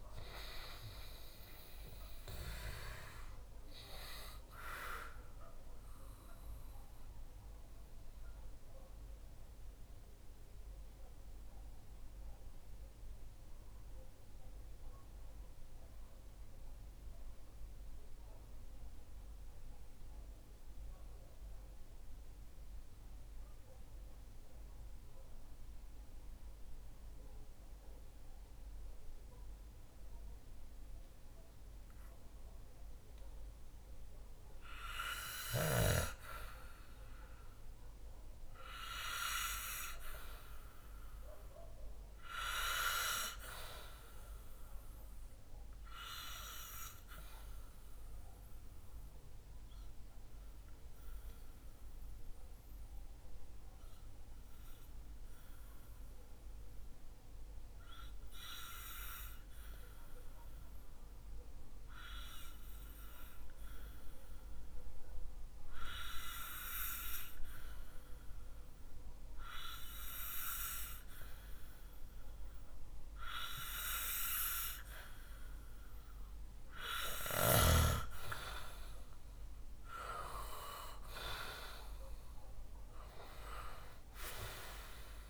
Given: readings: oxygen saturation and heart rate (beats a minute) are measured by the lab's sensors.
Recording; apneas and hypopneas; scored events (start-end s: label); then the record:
breathing in sleep by a room microphone; 2
0.00-3.50 s: oxygen desaturation (device-marked, oxygen 90% lowest, heart rate 56 extreme)
4.50-34.00 s: mixed apnea (oxygen 94% before, 83% lowest, heart rate 71 before, 56 extreme, up 0 after)
10.50-22.50 s: oxygen desaturation (device-marked, oxygen 94% before, 83% lowest, heart rate 72 before, 58 extreme)
36.50-42.00 s: arousal
47.00-73.00 s: obstructive apnea (oxygen 99% before, 92% lowest, heart rate 64 before, 61 extreme, up 6 after)
48.50-61.50 s: oxygen desaturation (device-marked, oxygen 96% before, 93% lowest, heart rate 64 before, 61 extreme)
72.50-74.50 s: oxygen desaturation (device-marked, oxygen 96% before, 94% lowest, heart rate 63 before, 62 extreme)
81.00-84.50 s: arousal
From the record:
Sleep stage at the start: N2 (light sleep); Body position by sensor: on the back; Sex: male